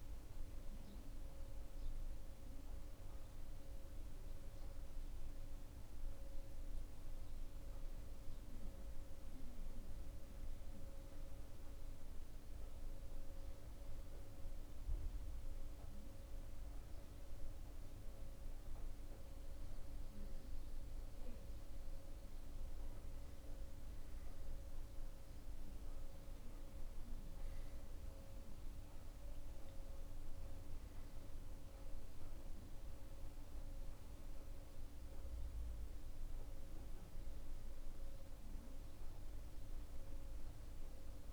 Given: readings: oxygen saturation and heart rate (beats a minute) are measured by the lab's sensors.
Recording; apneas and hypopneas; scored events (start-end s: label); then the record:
breathing in sleep, hard to hear, by a room microphone; 1
9.00-20.50 s: hypopnea (oxygen 95% before, 92% lowest, heart rate 86 before, 60 extreme, up 14 after)
22.00-25.50 s: arousal
From the record:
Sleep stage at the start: N2 (light sleep); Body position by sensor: on the back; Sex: male